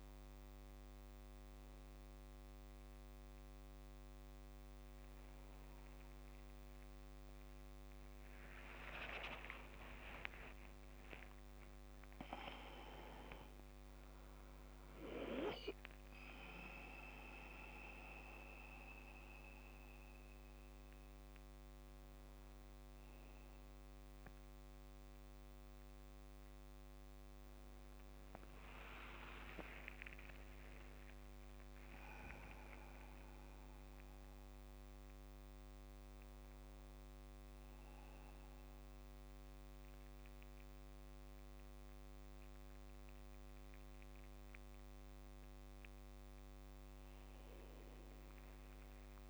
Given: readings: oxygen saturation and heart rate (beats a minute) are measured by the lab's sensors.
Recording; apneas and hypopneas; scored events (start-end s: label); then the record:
a person awake in a sleep study, by a microphone on the trachea; none
29.50-31.50 s: long interval between heartbeats (device-marked, heart rate 71 before, 75 extreme)
31.50-33.50 s: long interval between heartbeats (device-marked, heart rate 72 before, 84 extreme)
From the record:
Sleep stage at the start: awake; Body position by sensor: on the back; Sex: male